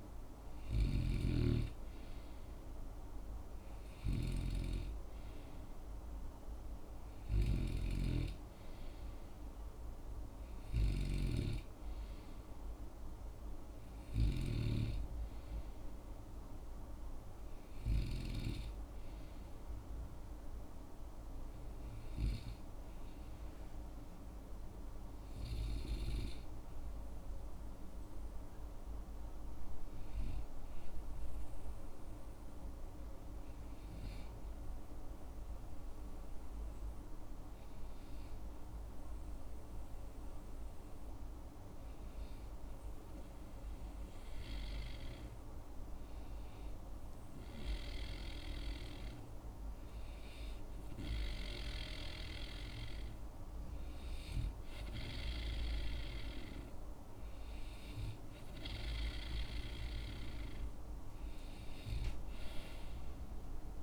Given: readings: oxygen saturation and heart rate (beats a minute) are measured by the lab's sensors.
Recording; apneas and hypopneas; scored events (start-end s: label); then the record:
breathing in sleep by a room microphone; 1
0.50-14.50 s: snoring (device-marked)
28.00-45.50 s: hypopnea (oxygen 96% before, 94% lowest)
46.50-51.00 s: arousal
From the record:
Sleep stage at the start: N2 (light sleep); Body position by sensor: on the right side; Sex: male